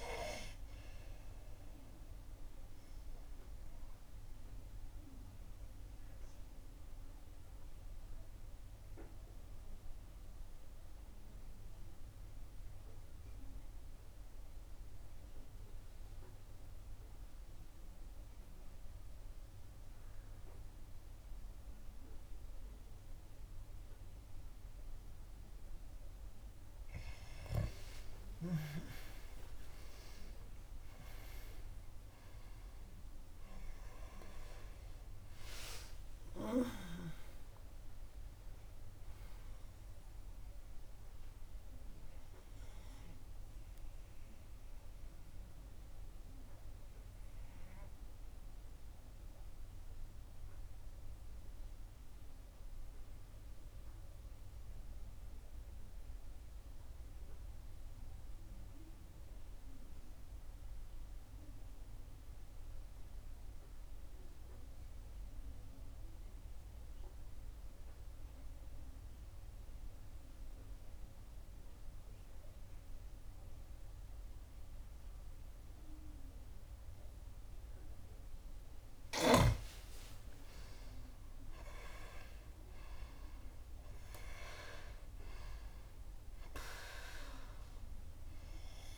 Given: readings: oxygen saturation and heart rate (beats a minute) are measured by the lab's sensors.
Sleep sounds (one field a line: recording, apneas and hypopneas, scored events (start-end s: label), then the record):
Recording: breathing in sleep by a room microphone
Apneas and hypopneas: 2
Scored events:
0.00-6.50 s: oxygen desaturation (device-marked, oxygen 93% lowest, heart rate 53 extreme)
2.50-26.50 s: obstructive apnea (oxygen 97% before, 90% lowest, heart rate 60 before, 52 extreme, up 9 after)
4.50-6.50 s: long interval between heartbeats (device-marked, heart rate 61 before, 65 extreme)
12.50-25.50 s: oxygen desaturation (device-marked, oxygen 94% before, 91% lowest, heart rate 63 before, 52 extreme)
28.00-31.50 s: arousal
39.50-64.50 s: oxygen desaturation (device-marked, oxygen 96% before, 90% lowest, heart rate 66 before, 52 extreme)
44.00-78.50 s: obstructive apnea (oxygen 96% before, 86% lowest, heart rate 67 before, 52 extreme, up 8 after)
80.00-85.50 s: arousal
81.50-88.98 s: oxygen desaturation (device-marked, oxygen 97% before, 86% lowest, heart rate 62 before, 52 extreme)
From the record:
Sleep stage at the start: N2 (light sleep)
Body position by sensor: on the back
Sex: female